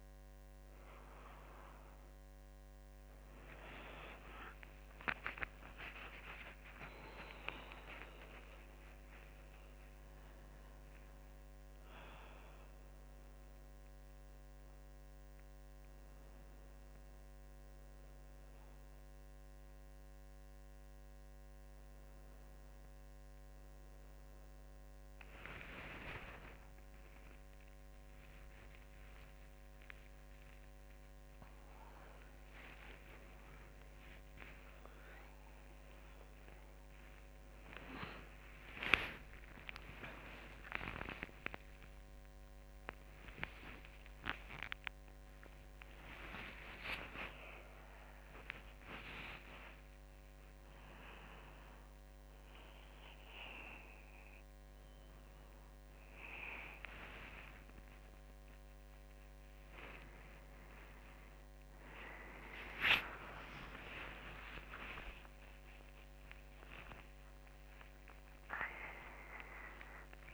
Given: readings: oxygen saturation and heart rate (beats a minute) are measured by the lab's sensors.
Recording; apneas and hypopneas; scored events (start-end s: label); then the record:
a person awake in a sleep study, by a microphone on the trachea; none
25.50-27.50 s: long interval between heartbeats (device-marked, heart rate 61 before, 60 extreme)
31.50-33.50 s: long interval between heartbeats (device-marked, heart rate 61 before, 66 extreme)
40.50-42.50 s: long interval between heartbeats (device-marked, heart rate 64 before, 73 extreme)
44.50-46.50 s: long interval between heartbeats (device-marked, heart rate 67 before, 80 extreme)
64.00-67.00 s: tachycardia (device-marked, heart rate 63 before, 99 extreme)
64.50-66.50 s: long interval between heartbeats (device-marked, heart rate 78 before, 90 extreme)
67.00-69.00 s: long interval between heartbeats (device-marked, heart rate 80 before, 108 extreme)
From the record:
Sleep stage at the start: awake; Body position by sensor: on the back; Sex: female